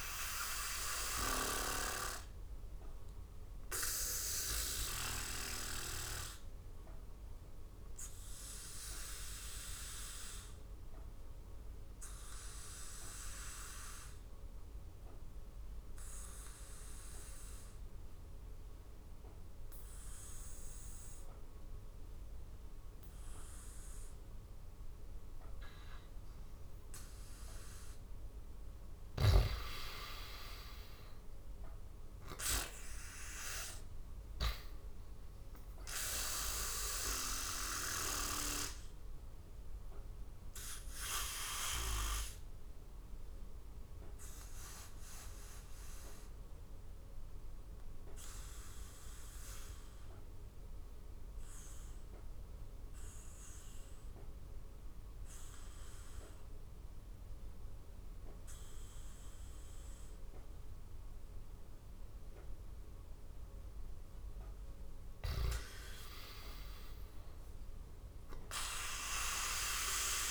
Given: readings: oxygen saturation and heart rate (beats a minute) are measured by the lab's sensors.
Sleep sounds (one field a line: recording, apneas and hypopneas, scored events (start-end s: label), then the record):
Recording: breathing in sleep by a room microphone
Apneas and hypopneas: 2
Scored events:
0.00-4.50 s: snoring (device-marked)
0.00-26.00 s: oxygen desaturation (device-marked, oxygen 82% lowest, heart rate 73 extreme)
1.00-23.50 s: obstructive apnea (oxygen 99% before, 82% lowest, heart rate 79 before, 73 extreme, up 3 after)
27.00-31.50 s: arousal
37.50-63.50 s: obstructive apnea (oxygen 98% before, 82% lowest, heart rate 77 before, 68 extreme, up 8 after)
39.00-68.00 s: oxygen desaturation (device-marked, oxygen 97% before, 86% lowest, heart rate 77 before, 68 extreme)
65.50-69.00 s: arousal
From the record:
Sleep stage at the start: N2 (light sleep)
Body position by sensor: on the back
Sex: male